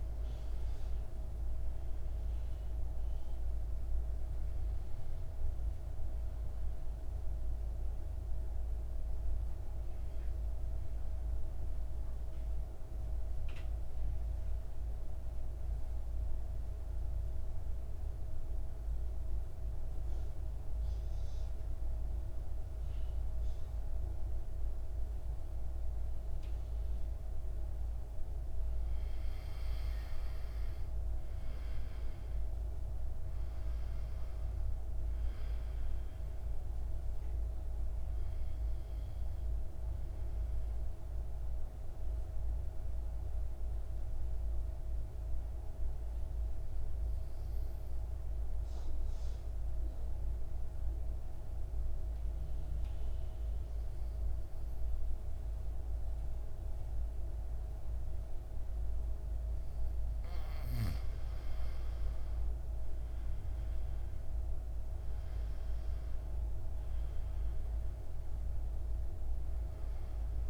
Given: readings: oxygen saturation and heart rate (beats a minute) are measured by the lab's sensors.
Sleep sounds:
breathing in sleep, hard to hear, by a room microphone; 2
0.00-1.50 s: arousal
0.00-20.50 s: oxygen desaturation (device-marked, oxygen 92% lowest, heart rate 56 extreme)
12.00-28.50 s: obstructive apnea (oxygen 97% before, 89% lowest, heart rate 60 before, 56 extreme, up 4 after)
31.00-35.00 s: arousal
34.50-51.50 s: oxygen desaturation (device-marked, oxygen 98% before, 89% lowest, heart rate 58 before, 55 extreme)
40.50-60.00 s: obstructive apnea (oxygen 98% before, 89% lowest, heart rate 59 before, 51 extreme, up 9 after)
60.50-70.50 s: oxygen desaturation (device-marked, oxygen 98% before, 89% lowest, heart rate 56 before, 51 extreme)
62.00-66.00 s: arousal
From the record:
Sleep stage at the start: N2 (light sleep); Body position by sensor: on the back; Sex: male

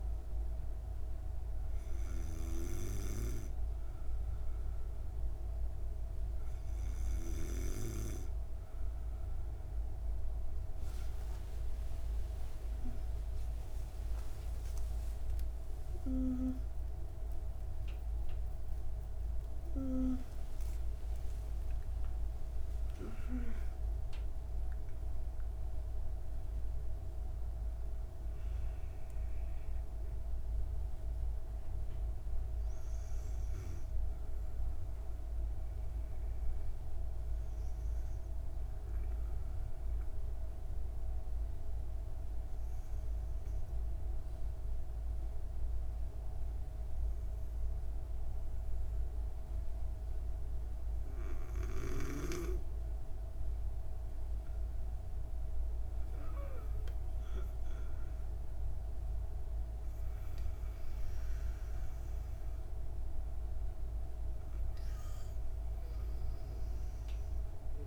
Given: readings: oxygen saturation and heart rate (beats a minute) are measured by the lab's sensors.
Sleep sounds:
breathing in sleep by a room microphone; 1
0.00-7.50 s: snoring (device-marked)
14.00-21.50 s: arousal
38.50-52.50 s: obstructive apnea (oxygen 97% before, 94% lowest, heart rate 76 before, 40 extreme)
53.50-57.50 s: arousal
54.00-67.87 s: oxygen desaturation (device-marked, oxygen 97% before, 94% lowest)
From the record:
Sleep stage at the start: N2 (light sleep); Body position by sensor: on the back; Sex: female

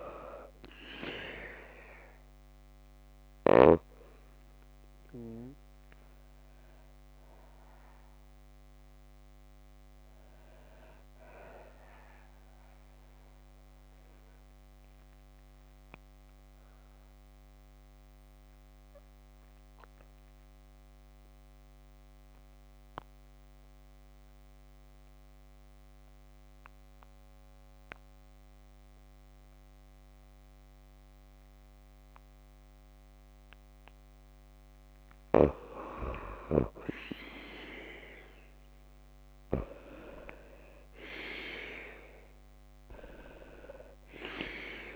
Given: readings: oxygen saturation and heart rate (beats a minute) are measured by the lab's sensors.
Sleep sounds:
breathing in sleep by a microphone on the trachea; 1
0.00-7.00 s: oxygen desaturation (device-marked, oxygen 85% lowest, heart rate 53 extreme)
12.50-33.50 s: obstructive apnea (oxygen 95% before, 89% lowest, heart rate 59 before, 53 extreme, up 25 after)
37.50-41.50 s: arousal
38.00-44.96 s: oxygen desaturation (device-marked, oxygen 95% before, 89% lowest, heart rate 57 before, 54 extreme)
From the record:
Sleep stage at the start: N2 (light sleep); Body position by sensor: on the back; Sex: female

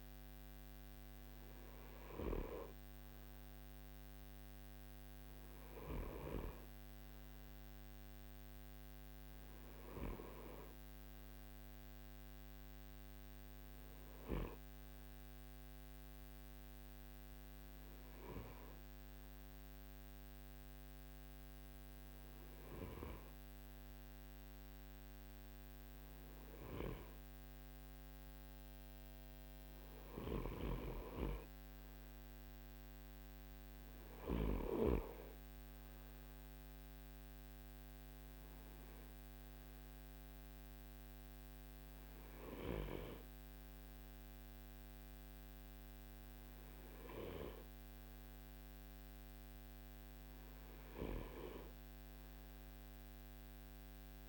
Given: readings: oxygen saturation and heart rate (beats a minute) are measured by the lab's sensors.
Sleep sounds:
breathing in sleep by a microphone on the trachea; none
none scored
From the record:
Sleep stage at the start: N2 (light sleep); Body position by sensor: on the right side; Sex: male

